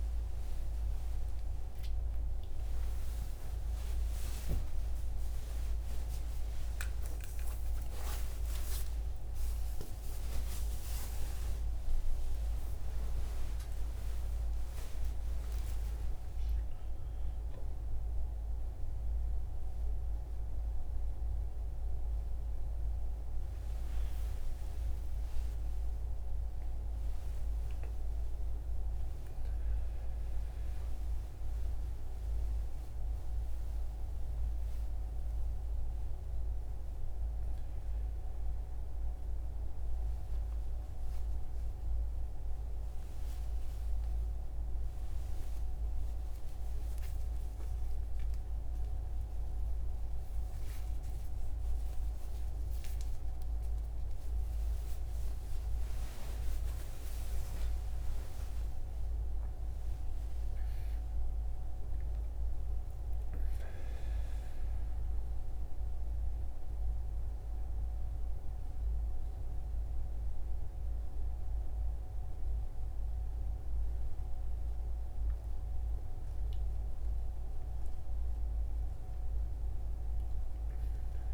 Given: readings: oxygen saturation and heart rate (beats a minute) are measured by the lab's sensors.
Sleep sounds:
a person awake in a sleep study, hard to hear, by a room microphone; none
71.00-81.34 s: new sleep stage, N1 (lightest sleep)
From the record:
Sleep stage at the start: awake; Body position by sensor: on the right side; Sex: male

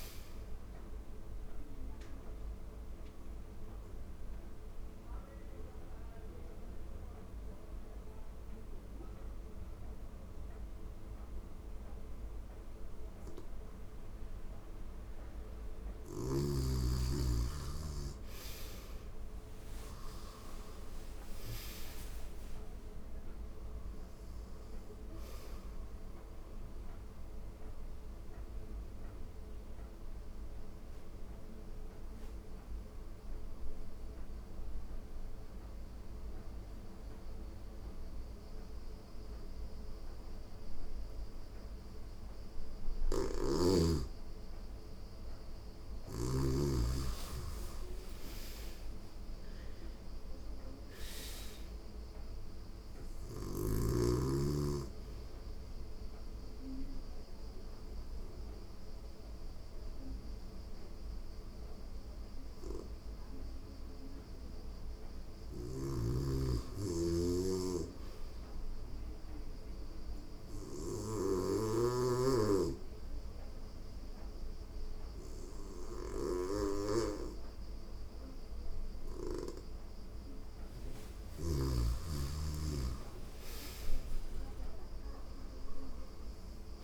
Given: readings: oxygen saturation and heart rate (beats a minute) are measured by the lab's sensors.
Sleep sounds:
breathing in sleep by a room microphone; 4
0.50-14.00 s: obstructive apnea (oxygen 97% before, 87% lowest, heart rate 89 before, 87 extreme, up 4 after)
6.00-20.00 s: oxygen desaturation (device-marked, oxygen 96% before, 91% lowest, heart rate 90 before, 87 extreme)
16.00-20.50 s: arousal
22.00-39.00 s: oxygen desaturation (device-marked, oxygen 96% before, 89% lowest, heart rate 89 before, 87 extreme)
26.00-41.00 s: obstructive apnea (oxygen 96% before, 87% lowest, heart rate 89 before, 87 extreme, up 2 after)
42.00-45.50 s: snoring (device-marked)
43.00-47.00 s: arousal
51.00-72.00 s: oxygen desaturation (device-marked, oxygen 97% before, 87% lowest, heart rate 88 before, 87 extreme)
55.00-65.00 s: obstructive apnea (oxygen 97% before, 87% lowest, heart rate 89 before, 87 extreme, up 1 after)
65.00-70.50 s: snoring (device-marked)
67.00-69.50 s: arousal
71.00-81.00 s: obstructive apnea (oxygen 97% before, 88% lowest, heart rate 89 before, 87 extreme, up 13 after)
81.00-86.84 s: oxygen desaturation (device-marked, oxygen 96% before, 92% lowest, heart rate 89 before, 87 extreme)
81.50-85.00 s: arousal
From the record:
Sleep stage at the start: N2 (light sleep); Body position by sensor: on the back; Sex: female

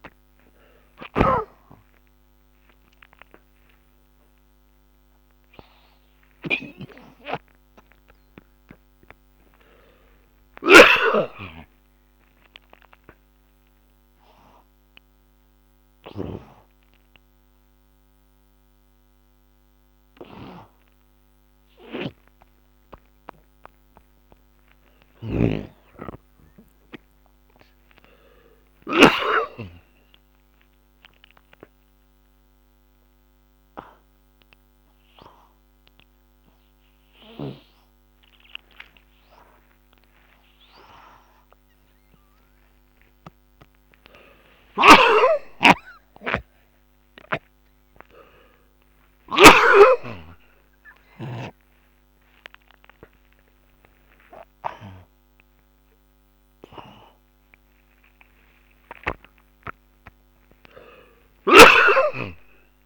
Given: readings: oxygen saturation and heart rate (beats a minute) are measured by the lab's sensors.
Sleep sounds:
a person awake in a sleep study, by a microphone on the trachea; none
0.00-2.00 s: oxygen desaturation (device-marked, oxygen 75% lowest, heart rate 55 extreme)
1.00-16.50 s: snoring (device-marked)
25.00-29.50 s: snoring (device-marked)
38.00-50.00 s: oxygen desaturation (device-marked, oxygen 95% before, 87% lowest, heart rate 69 before, 28 extreme)
47.00-62.86 s: new sleep stage, N1 (lightest sleep)
55.00-62.86 s: oxygen desaturation (device-marked, oxygen 94% before, 89% lowest)
From the record:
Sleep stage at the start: awake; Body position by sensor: on the back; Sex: male

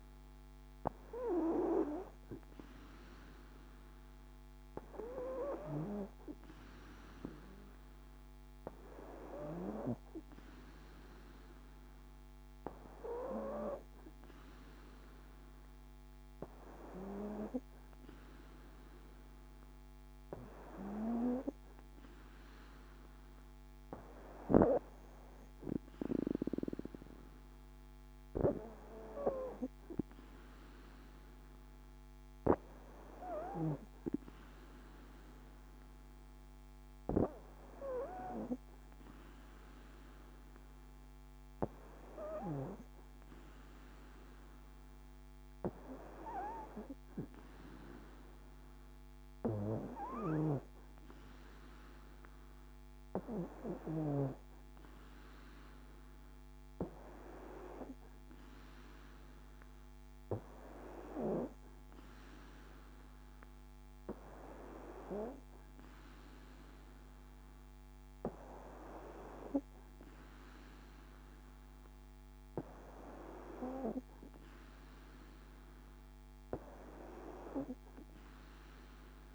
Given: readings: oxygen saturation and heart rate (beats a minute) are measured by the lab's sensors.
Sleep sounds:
breathing in sleep by a microphone on the trachea; none
none scored
From the record:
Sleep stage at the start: N2 (light sleep); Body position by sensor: on the back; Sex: female

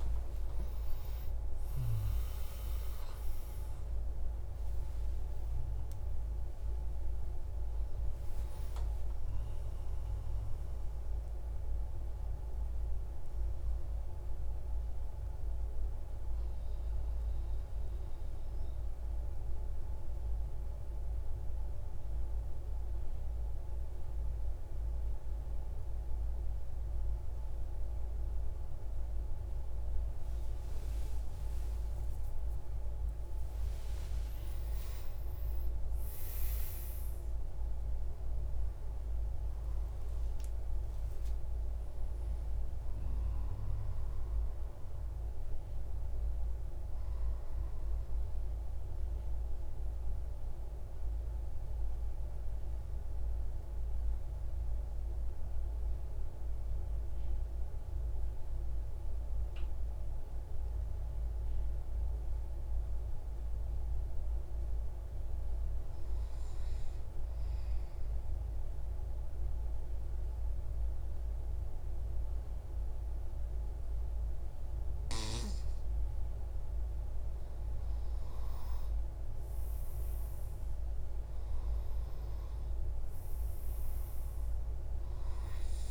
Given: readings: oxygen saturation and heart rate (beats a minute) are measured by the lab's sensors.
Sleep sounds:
breathing in sleep, hard to hear, by a room microphone; 2
0.00-8.50 s: oxygen desaturation (device-marked, oxygen 91% lowest)
17.00-31.50 s: central apnea (oxygen 98% before, 93% lowest)
33.00-39.00 s: arousal
49.50-76.00 s: mixed apnea (oxygen 99% before, 93% lowest, heart rate 144 before, 63 extreme)
68.50-85.91 s: oxygen desaturation (device-marked, oxygen 99% before, 93% lowest, heart rate 146 before, 63 extreme)
78.50-83.00 s: arousal
From the record:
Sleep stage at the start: N2 (light sleep); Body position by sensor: on the right side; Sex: male

